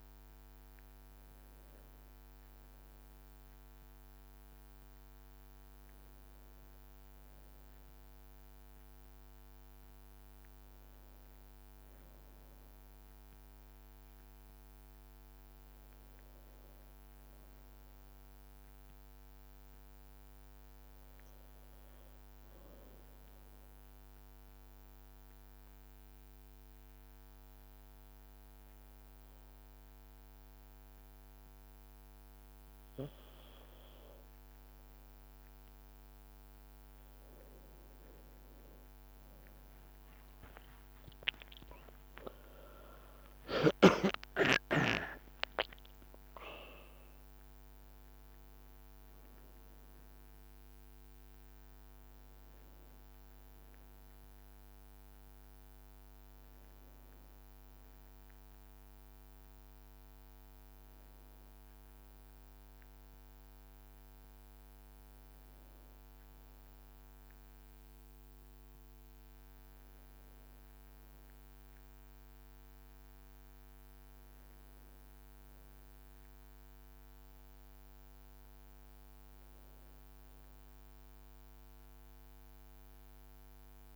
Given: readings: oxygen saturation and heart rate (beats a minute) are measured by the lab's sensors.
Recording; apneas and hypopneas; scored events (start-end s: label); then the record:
breathing in sleep by a microphone on the trachea; 1
9.50-13.50 s: arousal
21.50-33.00 s: obstructive apnea (oxygen 96% before, 92% lowest, heart rate 56 before, 53 extreme, up 1 after)
36.00-56.00 s: oxygen desaturation (device-marked, oxygen 95% before, 92% lowest, heart rate 54 before, 53 extreme)
39.50-43.50 s: arousal
40.00-47.50 s: leg movement (device-marked)
From the record:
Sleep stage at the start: N2 (light sleep); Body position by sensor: on the back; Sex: male